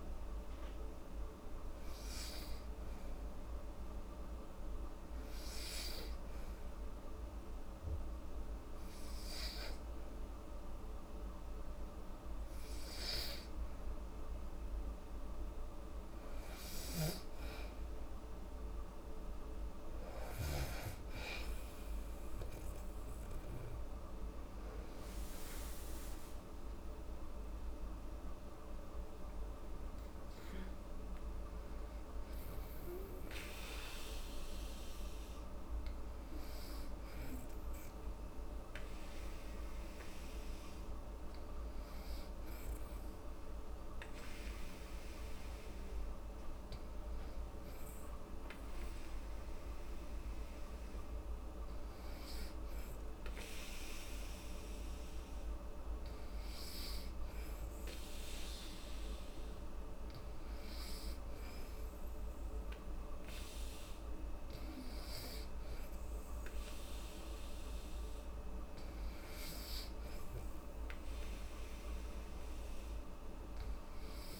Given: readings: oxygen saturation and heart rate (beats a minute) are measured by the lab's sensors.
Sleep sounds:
breathing in sleep, hard to hear, by a room microphone; 1
4.50-17.00 s: obstructive apnea (oxygen 97% before, 91% lowest, heart rate 73 before, 68 extreme, up 7 after)
24.50-28.00 s: arousal
From the record:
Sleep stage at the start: N2 (light sleep); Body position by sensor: on the back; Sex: female

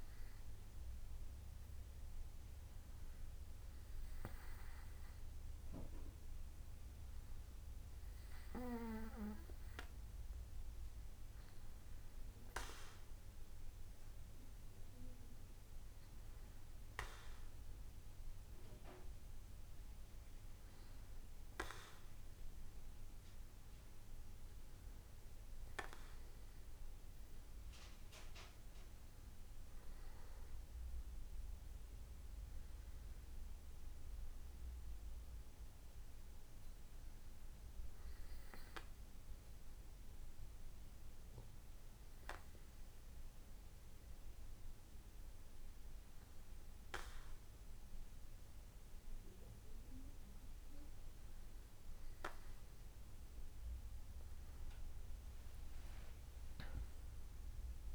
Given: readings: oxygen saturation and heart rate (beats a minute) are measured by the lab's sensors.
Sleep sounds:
breathing in sleep by a room microphone; 1
22.00-26.50 s: arousal
39.50-50.50 s: hypopnea (oxygen 95% before, 93% lowest, heart rate 71 before, 67 extreme, up 5 after)
53.50-57.95 s: arousal
From the record:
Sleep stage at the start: N2 (light sleep); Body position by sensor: on the back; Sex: male

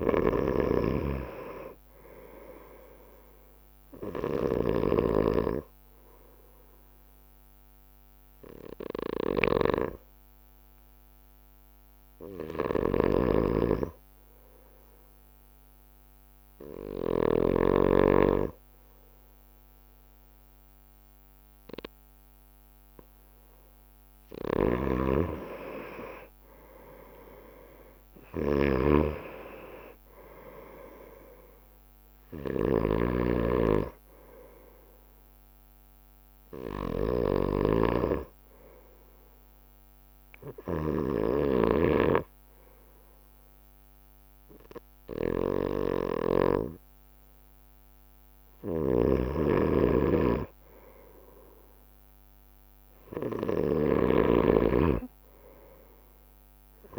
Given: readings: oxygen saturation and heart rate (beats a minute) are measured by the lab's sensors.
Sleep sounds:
breathing in sleep by a microphone on the trachea; 2
0.00-18.00 s: snoring (device-marked)
7.00-21.00 s: hypopnea (oxygen 98% before, 95% lowest)
24.50-56.98 s: snoring (device-marked)
25.50-30.00 s: arousal
40.00-50.50 s: hypopnea (oxygen 97% before, 93% lowest)
53.50-56.98 s: arousal
From the record:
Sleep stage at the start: N2 (light sleep); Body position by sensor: on the right side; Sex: male

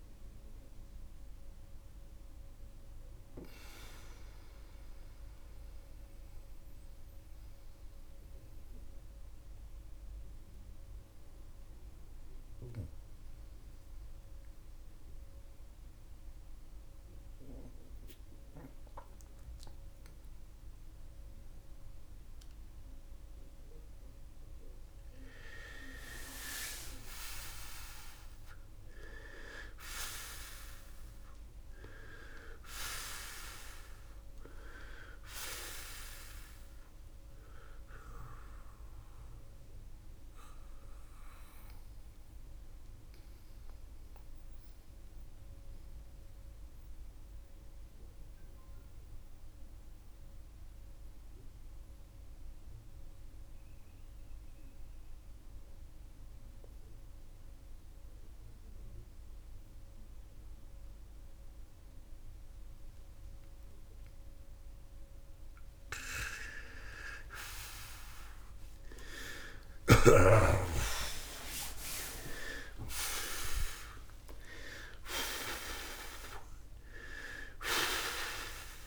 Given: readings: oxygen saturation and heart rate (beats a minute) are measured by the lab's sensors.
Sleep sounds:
breathing in sleep by a room microphone; 2
2.50-24.00 s: central apnea (oxygen 95% before, 82% lowest, heart rate 66 before, 67 extreme, up 7 after)
4.50-29.50 s: oxygen desaturation (device-marked, oxygen 92% before, 82% lowest, heart rate 61 before, 66 extreme)
11.50-78.87 s: new sleep stage, N2 (light sleep)
30.50-34.50 s: arousal
42.50-65.50 s: mixed apnea (oxygen 96% before, 84% lowest)
44.50-67.50 s: oxygen desaturation (device-marked, oxygen 96% before, 87% lowest)
68.50-73.00 s: arousal
From the record:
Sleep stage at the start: N1 (lightest sleep); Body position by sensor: on the back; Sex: male

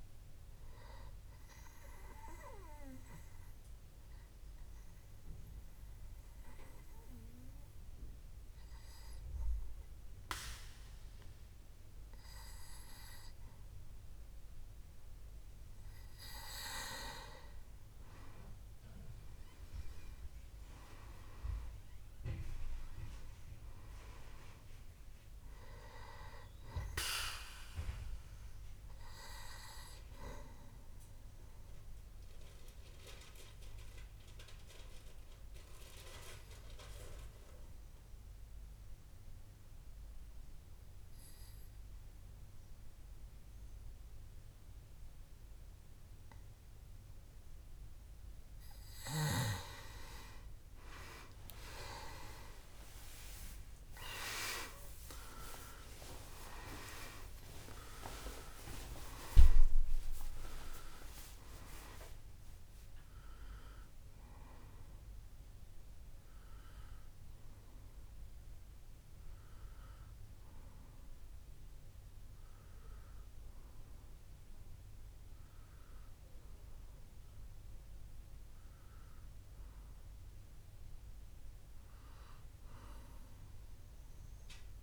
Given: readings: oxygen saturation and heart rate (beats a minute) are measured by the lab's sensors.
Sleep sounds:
breathing in sleep by a room microphone; 2
0.00-20.50 s: oxygen desaturation (device-marked, oxygen 91% lowest, heart rate 63 extreme)
1.50-15.00 s: obstructive apnea (oxygen 97% before, 91% lowest, heart rate 73 before, 63 extreme, up 7 after)
19.50-24.50 s: arousal
30.50-41.50 s: oxygen desaturation (device-marked, oxygen 99% before, 95% lowest, heart rate 68 before, 65 extreme)
30.50-49.00 s: obstructive apnea (oxygen 99% before, 94% lowest, heart rate 68 before, 65 extreme, up 9 after)
51.50-56.50 s: arousal
54.50-66.50 s: oxygen desaturation (device-marked, oxygen 98% before, 94% lowest, heart rate 66 before, 65 extreme)
79.50-83.00 s: arousal
From the record:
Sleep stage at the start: N2 (light sleep); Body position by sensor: on the back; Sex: male

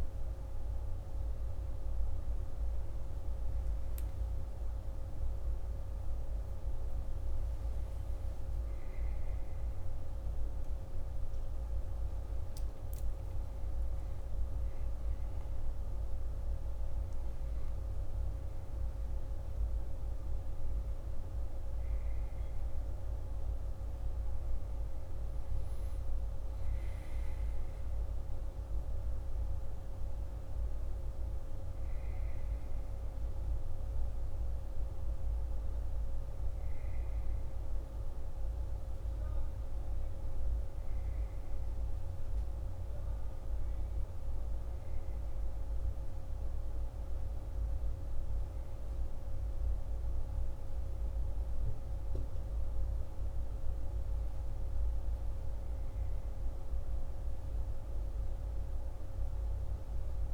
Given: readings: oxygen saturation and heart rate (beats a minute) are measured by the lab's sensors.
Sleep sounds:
breathing in sleep, hard to hear, by a room microphone; none
9.50-13.50 s: arousal
From the record:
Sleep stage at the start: N1 (lightest sleep); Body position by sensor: on the back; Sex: male

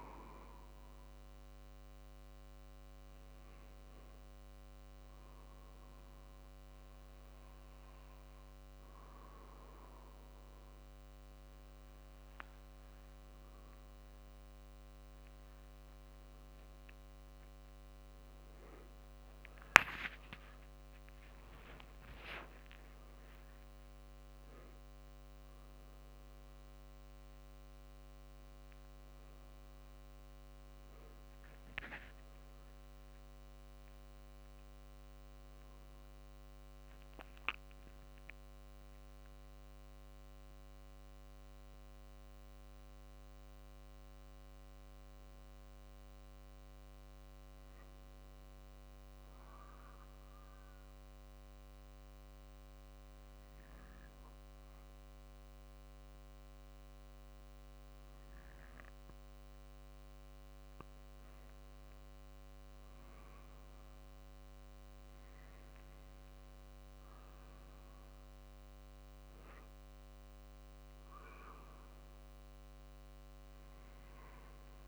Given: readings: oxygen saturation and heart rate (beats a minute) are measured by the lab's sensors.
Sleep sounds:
a person partly awake in a sleep study, hard to hear, by a microphone on the trachea; 1
12.00-42.00 s: new sleep stage, awake
18.00-20.00 s: long interval between heartbeats (device-marked, heart rate 50 before, 61 extreme)
20.50-22.50 s: long interval between heartbeats (device-marked, heart rate 51 before, 68 extreme)
42.00-72.00 s: new sleep stage, N1 (lightest sleep)
51.00-62.00 s: hypopnea (oxygen 97% before, 94% lowest, heart rate 53 before, 48 extreme, up 3 after)
64.50-68.00 s: arousal
72.00-74.88 s: new sleep stage, N2 (light sleep)
From the record:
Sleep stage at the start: N2 (light sleep); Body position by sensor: on the right side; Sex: male

